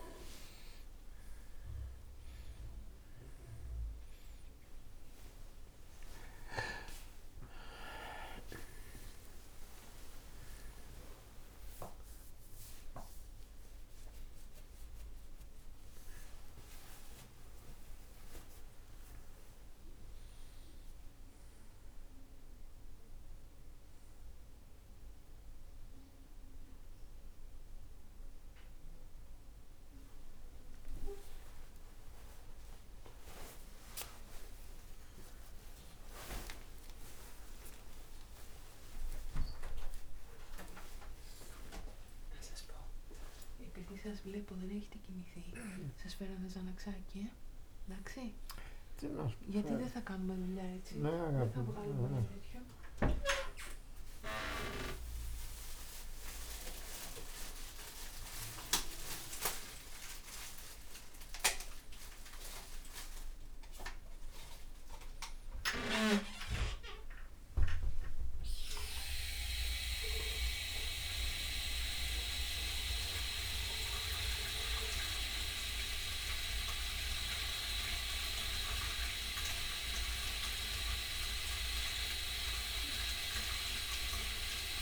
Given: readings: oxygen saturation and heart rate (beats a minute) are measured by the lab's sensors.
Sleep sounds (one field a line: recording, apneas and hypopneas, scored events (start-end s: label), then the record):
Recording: a person awake in a sleep study, by a room microphone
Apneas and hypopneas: none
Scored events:
1.00-84.82 s: new sleep stage, awake
From the record:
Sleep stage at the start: N2 (light sleep)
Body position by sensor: on the right side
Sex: male